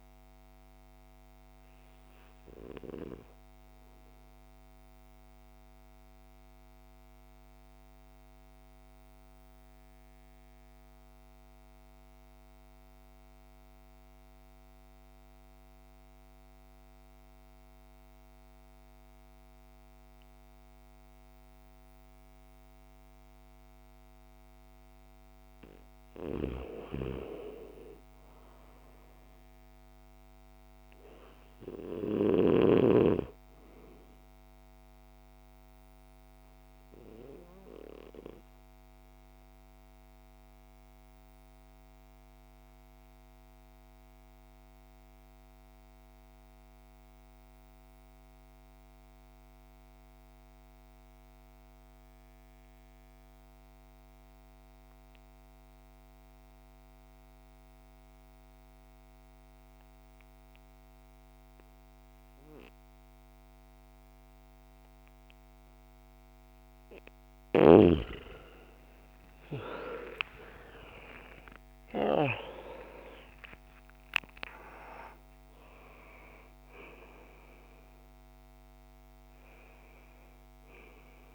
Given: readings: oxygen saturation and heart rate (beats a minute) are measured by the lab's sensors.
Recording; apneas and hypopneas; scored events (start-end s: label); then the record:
breathing in sleep by a microphone on the trachea; 2
0.00-21.00 s: oxygen desaturation (device-marked, oxygen 83% lowest, heart rate 50 extreme)
4.50-25.50 s: central apnea (oxygen 99% before, 79% lowest, heart rate 64 before, 50 extreme, up 10 after)
27.00-30.00 s: arousal
28.00-54.00 s: oxygen desaturation (device-marked, oxygen 99% before, 87% lowest, heart rate 52 before, 51 extreme)
36.00-67.00 s: obstructive apnea (oxygen 99% before, 77% lowest, heart rate 55 before, 51 extreme, up 24 after)
56.00-81.35 s: oxygen desaturation (device-marked, oxygen 98% before, 77% lowest, heart rate 53 before, 54 extreme)
69.00-75.00 s: arousal
From the record:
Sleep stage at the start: N2 (light sleep); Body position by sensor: on the back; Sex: male